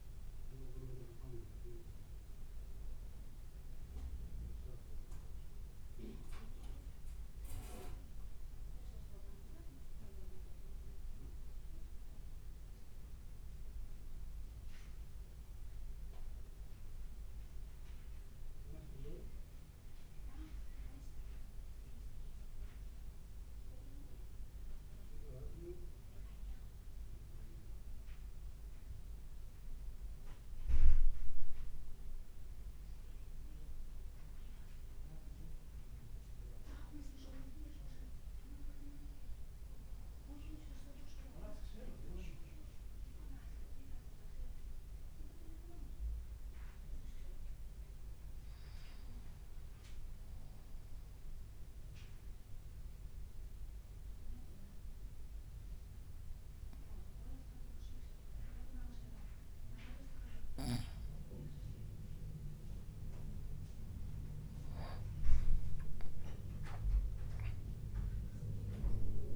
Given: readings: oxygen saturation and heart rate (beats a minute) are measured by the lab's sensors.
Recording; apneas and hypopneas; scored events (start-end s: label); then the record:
breathing in sleep by a room microphone; 1
21.50-69.35 s: new sleep stage, N2 (light sleep)
49.50-60.50 s: obstructive apnea (oxygen 97% before, 92% lowest, heart rate 53 before, 52 extreme, up 4 after)
63.00-68.50 s: arousal
From the record:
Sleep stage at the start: N1 (lightest sleep); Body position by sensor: on the back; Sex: male